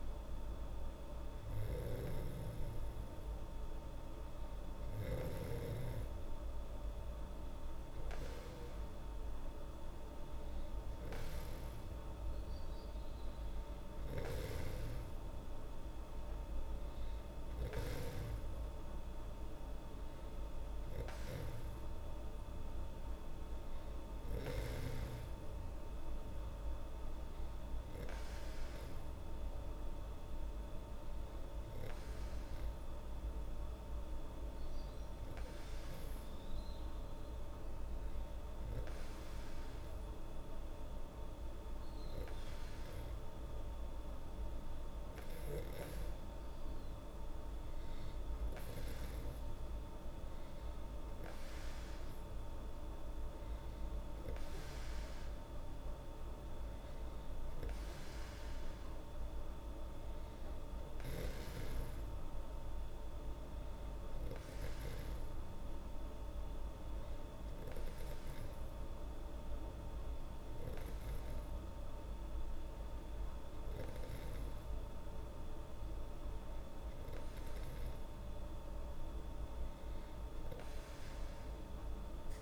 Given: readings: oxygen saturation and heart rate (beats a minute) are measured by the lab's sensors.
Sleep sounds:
breathing in sleep, hard to hear, by a room microphone; none
0.00-5.00 s: snoring (device-marked)
From the record:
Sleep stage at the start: N2 (light sleep); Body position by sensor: on the back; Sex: female

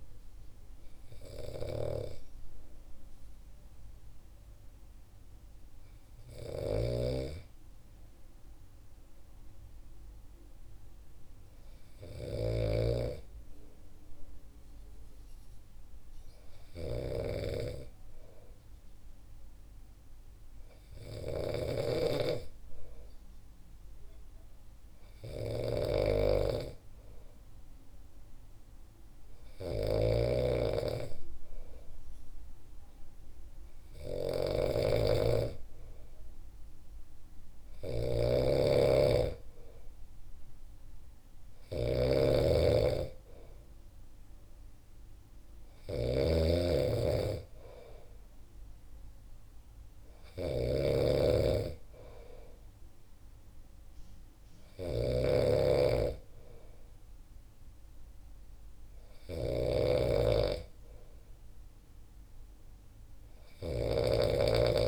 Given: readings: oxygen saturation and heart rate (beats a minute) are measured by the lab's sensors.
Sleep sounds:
breathing in sleep by a room microphone; 1
1.50-64.88 s: snoring (device-marked)
2.50-34.50 s: hypopnea (oxygen 94% before, 91% lowest, heart rate 67 before, 63 extreme, up 3 after)
36.50-40.00 s: arousal
37.00-62.00 s: oxygen desaturation (device-marked, oxygen 95% before, 92% lowest, heart rate 67 before, 66 extreme)
From the record:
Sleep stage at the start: N2 (light sleep); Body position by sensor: on the back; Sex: male

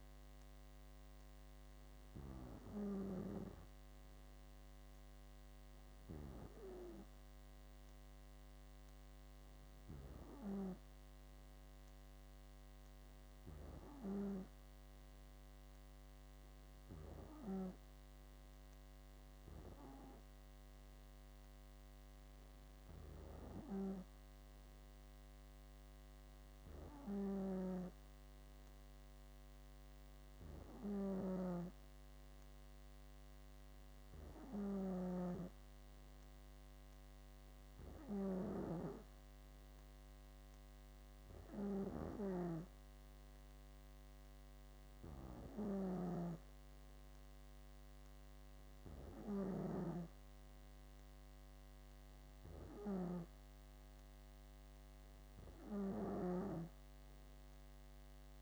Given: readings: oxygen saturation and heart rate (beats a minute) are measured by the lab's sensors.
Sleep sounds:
breathing in sleep by a microphone on the trachea; none
0.00-3.00 s: snoring (device-marked)
27.00-58.42 s: snoring (device-marked)
From the record:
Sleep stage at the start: N2 (light sleep); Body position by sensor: on the back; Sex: female

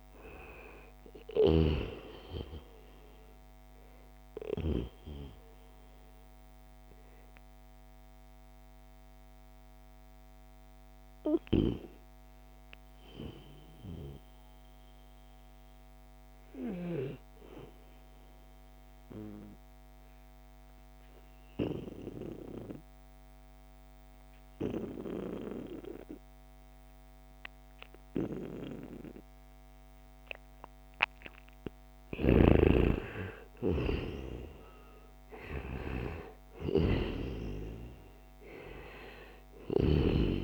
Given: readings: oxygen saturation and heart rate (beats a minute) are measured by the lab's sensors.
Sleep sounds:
breathing in sleep by a microphone on the trachea; 1
0.00-1.00 s: snoring (device-marked)
0.00-15.50 s: oxygen desaturation (device-marked, oxygen 89% lowest, heart rate 66 extreme)
3.50-31.00 s: mixed apnea (oxygen 96% before, 89% lowest, heart rate 72 before, 69 extreme, up 7 after)
32.00-36.50 s: arousal
32.50-40.44 s: oxygen desaturation (device-marked, oxygen 97% before, 91% lowest, heart rate 71 before, 63 extreme)
From the record:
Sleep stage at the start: N2 (light sleep); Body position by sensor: on the back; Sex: male

